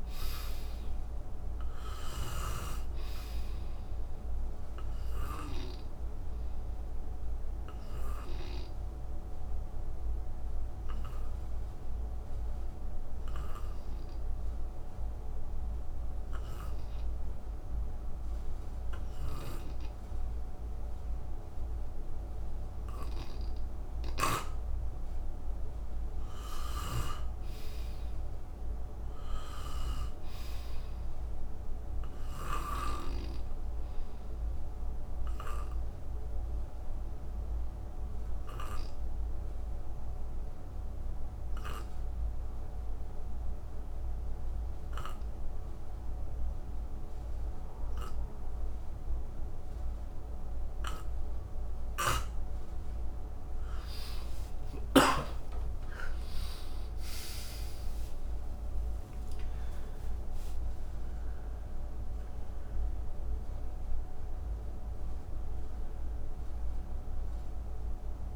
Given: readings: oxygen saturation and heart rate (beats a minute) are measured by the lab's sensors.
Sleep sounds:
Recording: breathing in sleep by a room microphone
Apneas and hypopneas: 2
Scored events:
0.00-17.00 s: oxygen desaturation (device-marked, oxygen 89% lowest, heart rate 57 extreme)
5.50-22.00 s: obstructive apnea (oxygen 96% before, 87% lowest, heart rate 63 before, 57 extreme, up 8 after)
25.00-29.50 s: arousal
29.00-44.00 s: oxygen desaturation (device-marked, oxygen 96% before, 91% lowest, heart rate 63 before, 62 extreme)
34.50-52.00 s: obstructive apnea (oxygen 96% before, 87% lowest, heart rate 64 before, 56 extreme, up 33 after)
54.00-59.50 s: arousal
54.50-59.50 s: snoring (device-marked)
56.00-68.36 s: oxygen desaturation (device-marked, oxygen 95% before, 87% lowest, heart rate 64 before, 52 extreme)
From the record:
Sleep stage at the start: N2 (light sleep)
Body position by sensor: on the right side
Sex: male

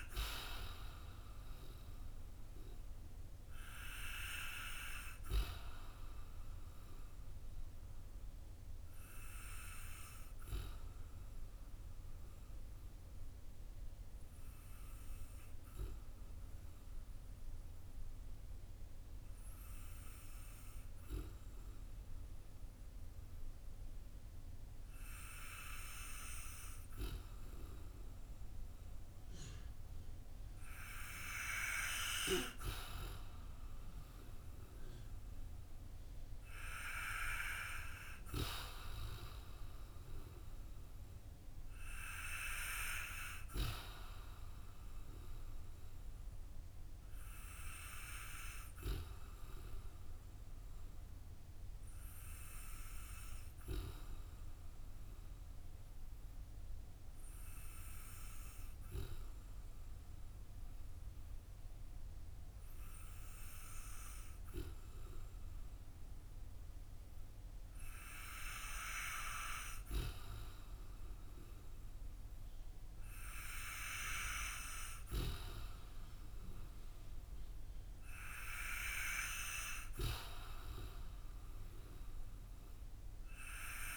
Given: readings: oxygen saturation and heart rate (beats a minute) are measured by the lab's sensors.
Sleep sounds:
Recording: breathing in sleep by a room microphone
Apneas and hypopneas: 2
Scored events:
8.50-30.50 s: obstructive apnea (oxygen 95% before, 93% lowest, heart rate 57 before, 47 extreme, up 4 after)
33.50-38.00 s: arousal
49.00-70.00 s: obstructive apnea (oxygen 96% before, 93% lowest, heart rate 55 before, 38 extreme, up 6 after)
72.00-76.00 s: arousal
From the record:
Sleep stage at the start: N2 (light sleep)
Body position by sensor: on the back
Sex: male

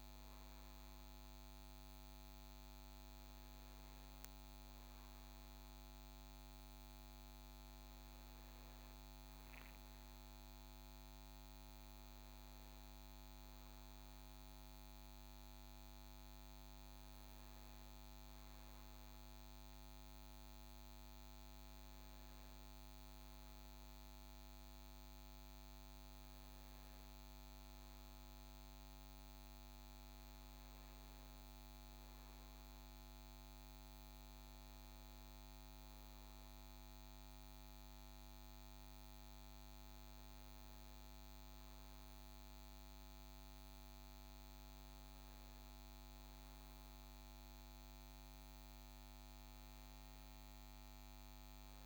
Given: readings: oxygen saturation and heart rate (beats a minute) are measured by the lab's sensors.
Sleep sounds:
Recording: breathing in sleep, hard to hear, by a microphone on the trachea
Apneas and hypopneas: none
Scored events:
none scored
From the record:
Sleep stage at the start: N2 (light sleep)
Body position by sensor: on the right side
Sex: male

